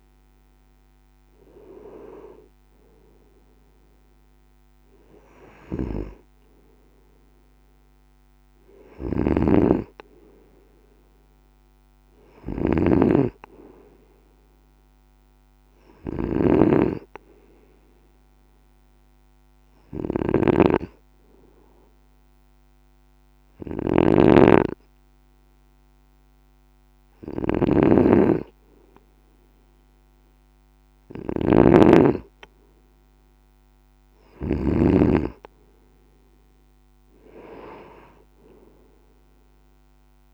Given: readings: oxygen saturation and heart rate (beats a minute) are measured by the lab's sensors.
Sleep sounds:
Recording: breathing in sleep by a microphone on the trachea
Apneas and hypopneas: 1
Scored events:
0.00-8.50 s: oxygen desaturation (device-marked, oxygen 92% lowest, heart rate 53 extreme)
9.00-34.50 s: snoring (device-marked)
11.50-14.50 s: arousal
17.00-28.00 s: hypopnea (oxygen 95% before, 93% lowest, heart rate 56 before, 54 extreme, up 6 after)
30.50-34.00 s: arousal
From the record:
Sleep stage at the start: N2 (light sleep)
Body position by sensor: on the right side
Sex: male

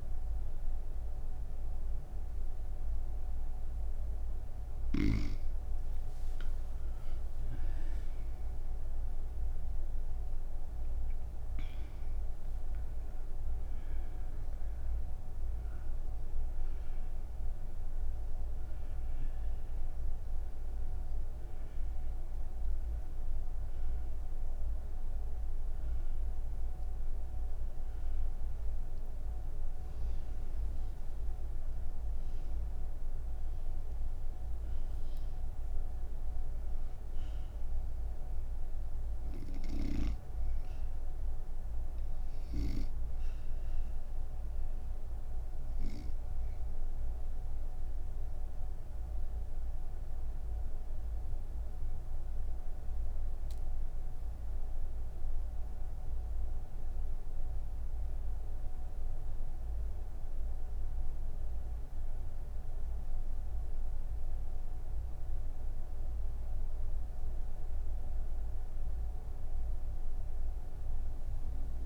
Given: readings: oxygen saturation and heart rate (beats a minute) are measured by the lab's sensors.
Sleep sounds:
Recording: breathing in sleep, hard to hear, by a room microphone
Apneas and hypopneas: none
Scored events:
3.50-53.50 s: oxygen desaturation (device-marked, oxygen 99% before, 86% lowest)
From the record:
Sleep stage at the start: N3 (deep sleep)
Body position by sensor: on the right side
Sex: female

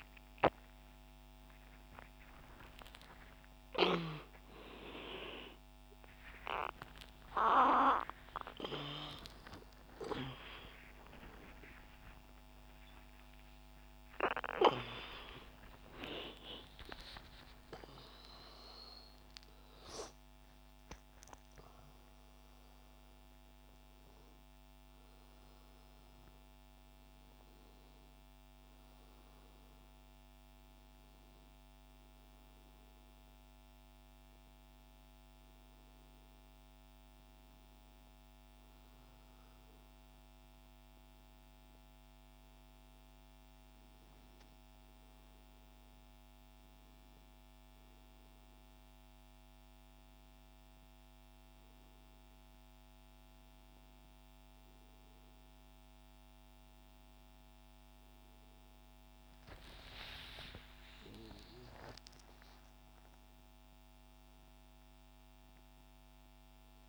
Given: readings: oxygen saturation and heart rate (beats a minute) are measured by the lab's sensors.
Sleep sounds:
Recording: a person partly awake in a sleep study, by a microphone on the trachea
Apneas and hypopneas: none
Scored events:
0.00-9.00 s: oxygen desaturation (device-marked, oxygen 92% lowest, heart rate 29 extreme)
20.00-66.89 s: new sleep stage, N1 (lightest sleep)
From the record:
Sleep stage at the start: awake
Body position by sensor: on the back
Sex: male

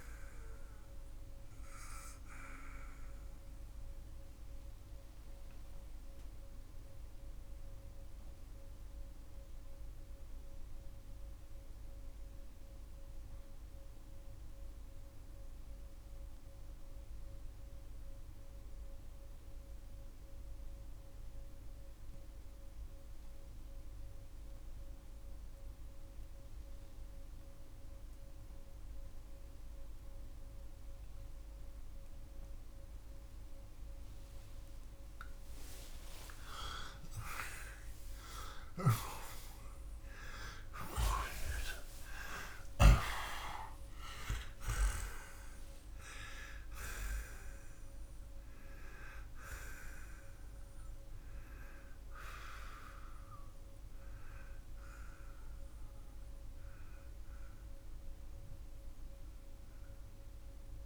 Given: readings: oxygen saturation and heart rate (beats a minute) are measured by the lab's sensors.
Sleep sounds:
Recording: breathing in sleep by a room microphone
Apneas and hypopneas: 1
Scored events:
5.00-34.00 s: mixed apnea (oxygen 96% before, 82% lowest, heart rate 94 before, 60 extreme)
5.50-35.50 s: oxygen desaturation (device-marked, oxygen 96% before, 84% lowest, heart rate 95 before, 60 extreme)
36.50-42.50 s: arousal
From the record:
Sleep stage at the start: N2 (light sleep)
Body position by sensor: on the back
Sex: male

